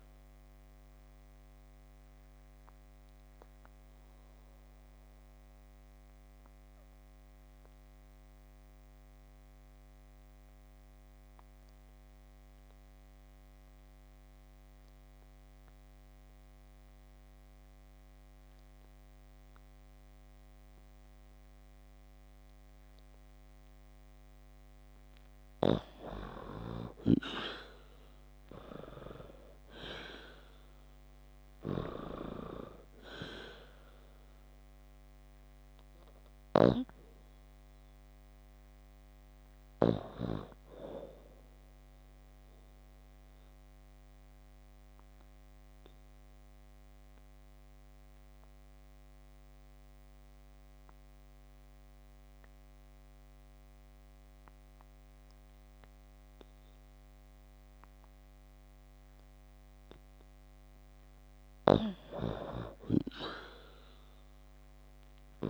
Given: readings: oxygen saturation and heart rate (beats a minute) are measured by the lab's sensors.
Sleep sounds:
breathing in sleep by a microphone on the trachea; 2
0.00-10.50 s: oxygen desaturation (device-marked, oxygen 90% lowest, heart rate 25 extreme)
1.00-23.50 s: obstructive apnea (oxygen 96% before, 85% lowest, heart rate 30 before, 25 extreme, up 3 after)
27.50-31.00 s: arousal
29.50-61.50 s: oxygen desaturation (device-marked, oxygen 96% before, 85% lowest)
43.00-60.50 s: obstructive apnea (oxygen 96% before, 85% lowest)
63.00-65.50 s: arousal
From the record:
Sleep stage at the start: N2 (light sleep); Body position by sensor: on the back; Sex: female

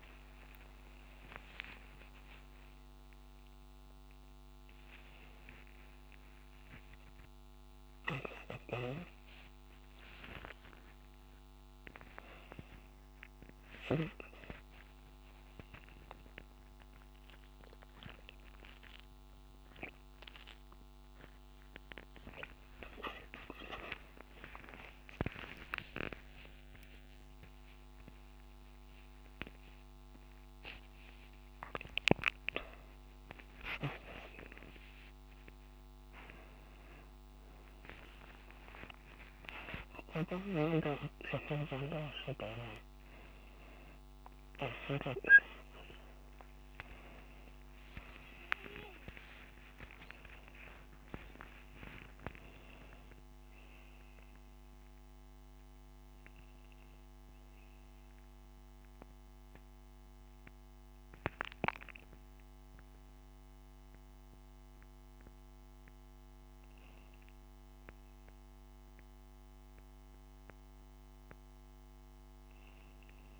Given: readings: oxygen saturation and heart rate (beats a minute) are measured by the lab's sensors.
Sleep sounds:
a person awake in a sleep study, by a microphone on the trachea; none
6.00-8.00 s: long interval between heartbeats (device-marked, heart rate 44 before, 97 extreme)
11.00-13.00 s: long interval between heartbeats (device-marked, heart rate 64 before, 30 extreme)
24.50-26.50 s: long interval between heartbeats (device-marked)
31.50-33.50 s: long interval between heartbeats (device-marked, heart rate 30 before, 37 extreme)
38.50-40.50 s: long interval between heartbeats (device-marked, heart rate 33 before, 60 extreme)
42.50-44.50 s: long interval between heartbeats (device-marked, heart rate 39 before, 57 extreme)
45.00-47.00 s: long interval between heartbeats (device-marked, heart rate 45 before, 51 extreme)
47.00-49.00 s: long interval between heartbeats (device-marked, heart rate 47 before, 56 extreme)
54.00-73.40 s: new sleep stage, N1 (lightest sleep)
From the record:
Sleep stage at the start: awake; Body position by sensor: on the right side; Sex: female

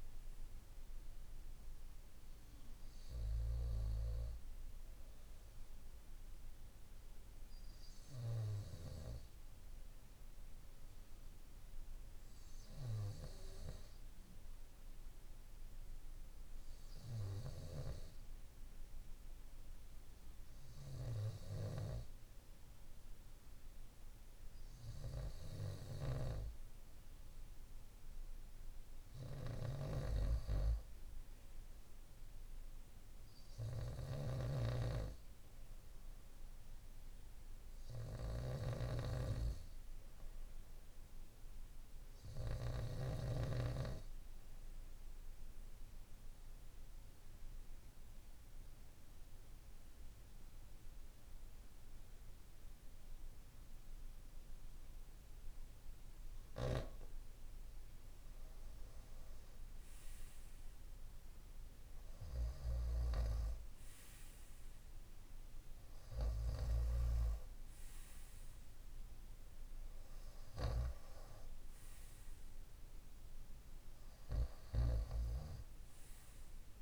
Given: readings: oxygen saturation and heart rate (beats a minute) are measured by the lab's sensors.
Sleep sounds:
breathing in sleep by a room microphone; 1
34.00-43.00 s: snoring (device-marked)
45.50-57.50 s: obstructive apnea (oxygen 96% before, 93% lowest, heart rate 55 before, 53 extreme, up 7 after)
56.00-66.50 s: snoring (device-marked)
61.00-64.00 s: arousal
74.50-76.82 s: snoring (device-marked)
From the record:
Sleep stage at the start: N2 (light sleep); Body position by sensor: on the right side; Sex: male

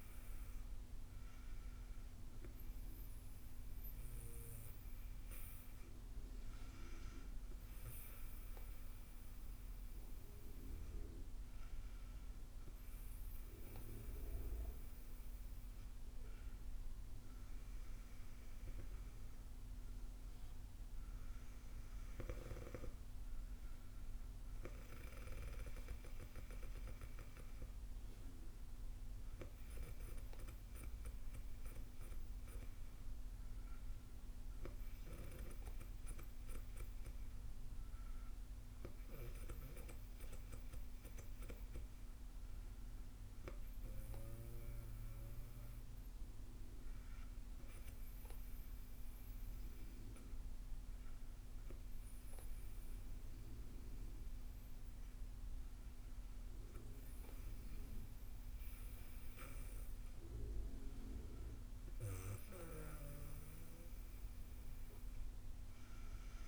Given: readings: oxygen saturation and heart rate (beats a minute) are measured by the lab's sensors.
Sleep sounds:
breathing in sleep by a room microphone; none
none scored
From the record:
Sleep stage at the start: N2 (light sleep); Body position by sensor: on the back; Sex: female

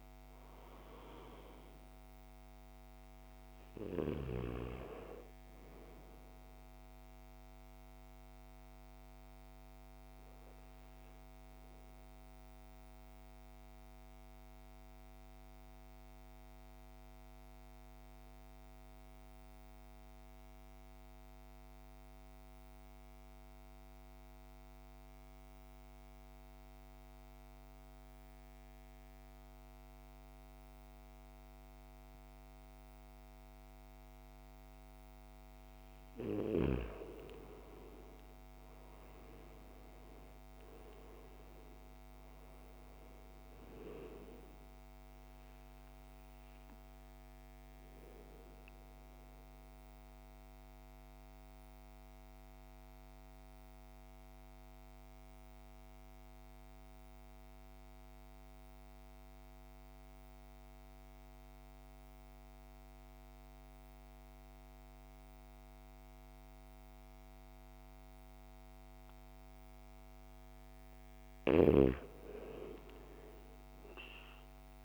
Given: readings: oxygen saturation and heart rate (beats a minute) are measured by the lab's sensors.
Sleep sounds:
breathing in sleep by a microphone on the trachea; 2
0.00-25.00 s: oxygen desaturation (device-marked, oxygen 81% lowest, heart rate 51 extreme)
12.00-36.50 s: obstructive apnea (oxygen 99% before, 81% lowest, heart rate 62 before, 51 extreme, up 15 after)
37.00-63.00 s: oxygen desaturation (device-marked, oxygen 99% before, 83% lowest, heart rate 53 before, 52 extreme)
38.00-41.50 s: arousal
48.00-70.50 s: mixed apnea (oxygen 99% before, 83% lowest, heart rate 59 before, 51 extreme, up 15 after)
72.50-74.85 s: arousal
From the record:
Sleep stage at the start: N2 (light sleep); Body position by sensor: on the back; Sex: male

